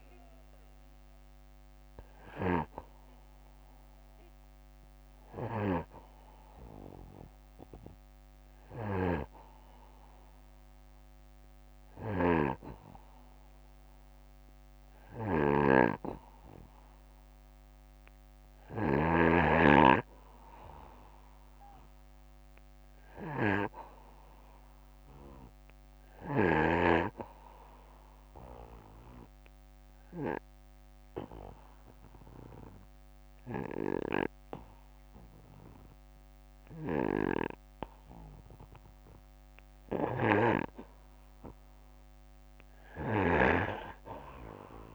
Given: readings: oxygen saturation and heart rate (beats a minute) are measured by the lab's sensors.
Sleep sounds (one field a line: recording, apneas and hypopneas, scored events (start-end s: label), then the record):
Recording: breathing in sleep by a microphone on the trachea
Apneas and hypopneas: 1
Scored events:
1.50-18.50 s: snoring (device-marked)
27.00-40.50 s: obstructive apnea (oxygen 96% before, 87% lowest, heart rate 62 before, 59 extreme, up 2 after)
33.00-44.95 s: snoring (device-marked)
41.00-44.95 s: oxygen desaturation (device-marked, oxygen 94% before, 90% lowest, heart rate 61 before, 58 extreme)
42.50-44.95 s: arousal
From the record:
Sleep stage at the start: N2 (light sleep)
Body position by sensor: on the back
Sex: male